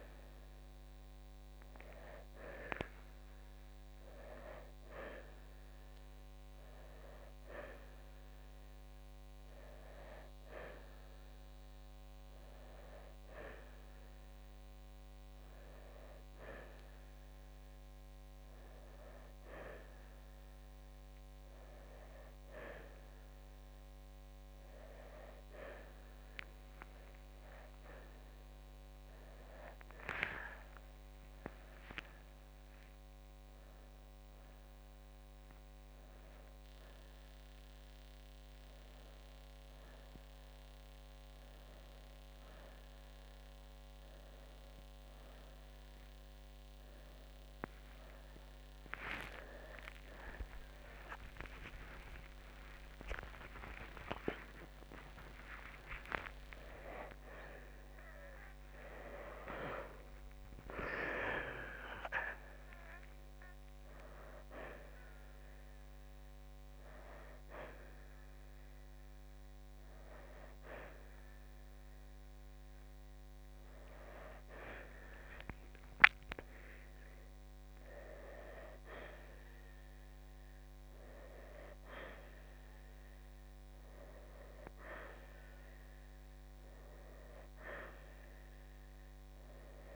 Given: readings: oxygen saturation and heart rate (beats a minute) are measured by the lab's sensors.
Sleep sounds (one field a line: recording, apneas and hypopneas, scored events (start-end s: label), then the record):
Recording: a person awake in a sleep study, by a microphone on the trachea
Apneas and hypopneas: none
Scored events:
22.50-82.50 s: new sleep stage, awake
82.50-89.96 s: new sleep stage, N1 (lightest sleep)
From the record:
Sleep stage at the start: N1 (lightest sleep)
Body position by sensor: on the right side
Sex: male